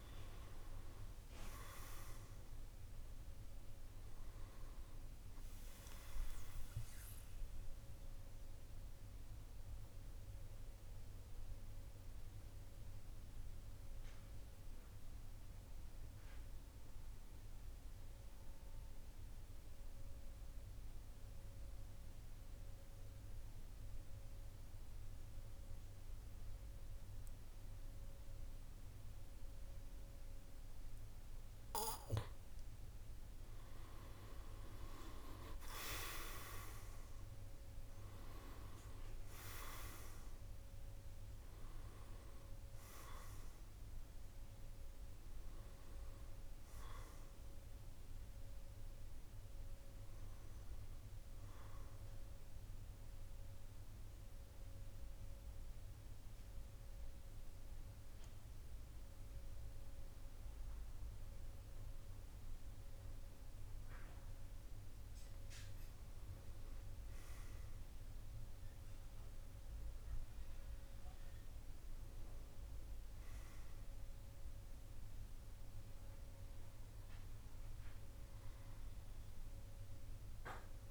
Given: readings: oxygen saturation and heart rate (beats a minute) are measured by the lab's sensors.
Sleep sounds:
breathing in sleep by a room microphone; 2
0.00-19.50 s: oxygen desaturation (device-marked, oxygen 93% lowest, heart rate 46 extreme)
7.50-32.00 s: obstructive apnea (oxygen 98% before, 92% lowest, heart rate 53 before, 46 extreme, up 8 after)
33.50-37.00 s: arousal
34.50-59.50 s: oxygen desaturation (device-marked, oxygen 99% before, 92% lowest, heart rate 50 before, 47 extreme)
53.00-64.00 s: central apnea (oxygen 99% before, 92% lowest, heart rate 56 before, 47 extreme, up 5 after)
67.50-72.00 s: arousal
From the record:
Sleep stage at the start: N2 (light sleep); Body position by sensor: on the back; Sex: male

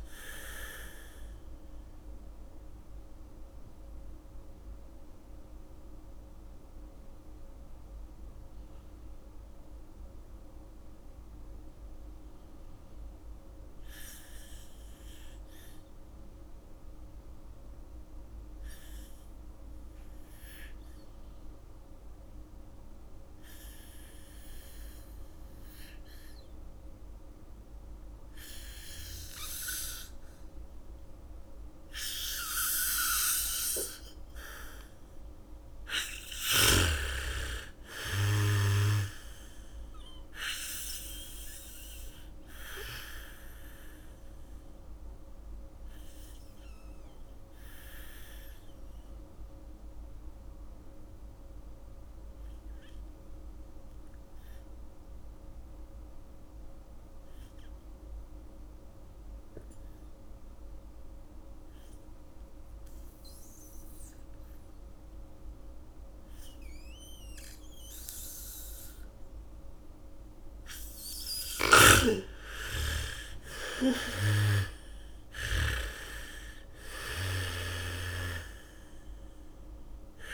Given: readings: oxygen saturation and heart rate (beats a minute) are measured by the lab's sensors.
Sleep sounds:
breathing in sleep by a room microphone; 2
0.00-17.00 s: oxygen desaturation (device-marked, oxygen 79% lowest, heart rate 37 extreme)
0.50-35.50 s: mixed apnea (oxygen 99% before, 79% lowest, heart rate 57 before, 58 extreme, up 21 after)
27.00-30.00 s: bradycardia (device-marked, heart rate 70 before, 60 extreme)
29.00-64.00 s: oxygen desaturation (device-marked, oxygen 98% before, 82% lowest, heart rate 73 before, 34 extreme)
37.00-41.00 s: arousal
44.00-68.50 s: obstructive apnea (oxygen 99% before, 79% lowest, heart rate 65 before, 34 extreme, up 3 after)
59.00-78.00 s: bradycardia (device-marked, heart rate 70 before, 35 extreme)
71.00-76.00 s: arousal
74.00-80.34 s: oxygen desaturation (device-marked, oxygen 97% before, 79% lowest, heart rate 62 before, 47 extreme)
From the record:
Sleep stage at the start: N2 (light sleep); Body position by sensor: on the back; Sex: female

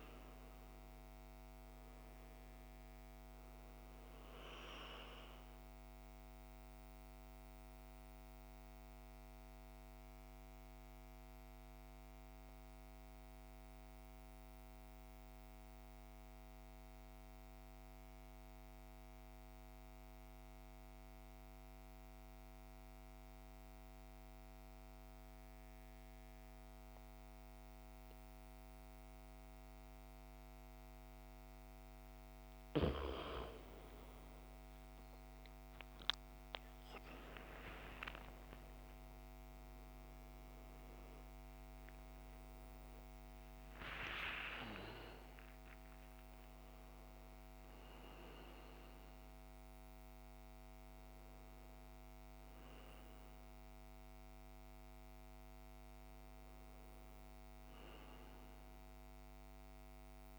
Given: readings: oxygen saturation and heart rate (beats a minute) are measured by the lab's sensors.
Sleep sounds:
breathing in sleep by a microphone on the trachea; 1
0.00-16.00 s: oxygen desaturation (device-marked, oxygen 88% lowest, heart rate 50 extreme)
5.00-32.00 s: mixed apnea (oxygen 99% before, 85% lowest, heart rate 57 before, 50 extreme, up 16 after)
31.00-60.39 s: oxygen desaturation (device-marked, oxygen 99% before, 85% lowest, heart rate 54 before, 54 extreme)
37.00-43.00 s: arousal
From the record:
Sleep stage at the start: N2 (light sleep); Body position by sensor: on the back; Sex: male

